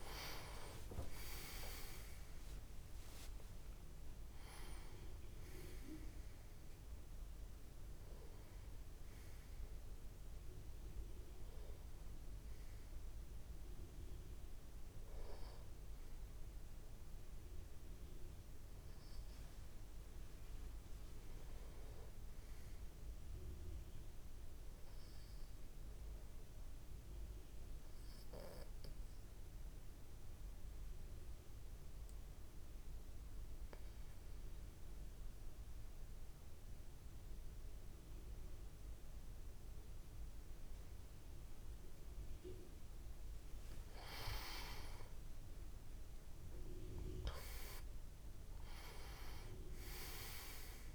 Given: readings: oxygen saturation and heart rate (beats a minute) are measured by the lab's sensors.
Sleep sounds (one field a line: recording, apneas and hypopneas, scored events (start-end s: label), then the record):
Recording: breathing in sleep by a room microphone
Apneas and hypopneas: 1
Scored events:
11.50-17.50 s: oxygen desaturation (device-marked, oxygen 97% before, 91% lowest)
26.00-42.50 s: obstructive apnea (oxygen 98% before, 92% lowest)
27.50-50.95 s: new sleep stage, N2 (light sleep)
45.00-49.00 s: arousal
From the record:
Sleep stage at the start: N1 (lightest sleep)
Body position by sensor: on the back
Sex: male